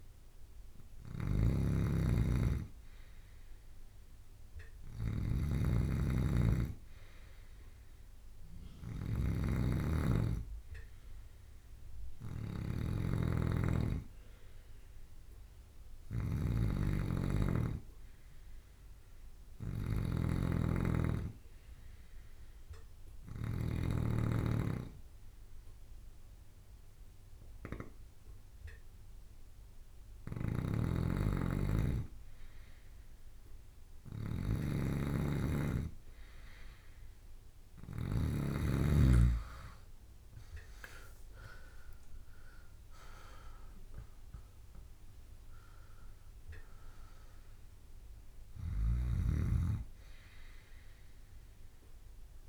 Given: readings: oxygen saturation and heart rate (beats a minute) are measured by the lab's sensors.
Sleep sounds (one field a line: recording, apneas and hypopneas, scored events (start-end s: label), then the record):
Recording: breathing in sleep by a room microphone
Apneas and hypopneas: 1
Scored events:
0.00-4.00 s: arousal
0.00-23.50 s: snoring (device-marked)
21.50-32.50 s: hypopnea (oxygen 97% before, 92% lowest)
30.00-38.00 s: snoring (device-marked)
39.50-43.50 s: arousal
41.50-52.49 s: oxygen desaturation (device-marked, oxygen 95% before, 92% lowest)
48.50-52.49 s: snoring (device-marked)
From the record:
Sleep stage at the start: N2 (light sleep)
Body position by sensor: on the left side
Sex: male